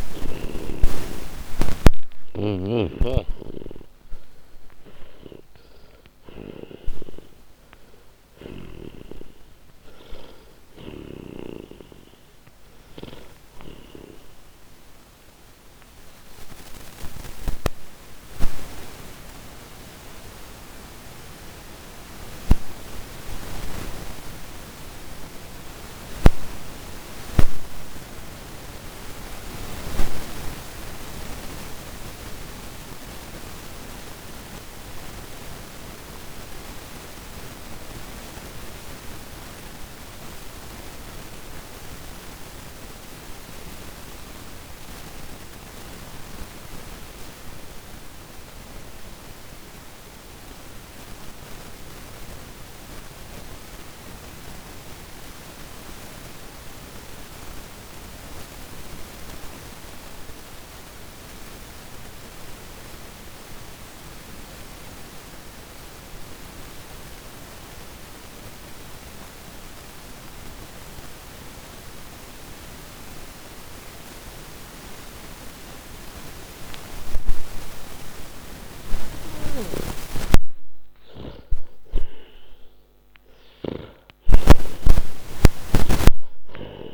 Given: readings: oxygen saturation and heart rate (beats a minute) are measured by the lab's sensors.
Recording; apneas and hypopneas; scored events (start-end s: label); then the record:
breathing in sleep by a microphone on the trachea; 1
0.00-2.00 s: arousal
0.00-33.00 s: oxygen desaturation (device-marked, oxygen 75% lowest, heart rate 48 extreme)
2.00-8.50 s: snoring (device-marked)
14.50-79.00 s: mixed apnea (oxygen 95% before, 75% lowest, heart rate 118 before, 63 extreme)
67.00-86.94 s: oxygen desaturation (device-marked, oxygen 98% before, 78% lowest, heart rate 139 before, 65 extreme)
80.00-85.50 s: arousal
From the record:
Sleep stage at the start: N2 (light sleep); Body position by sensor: on the back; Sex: male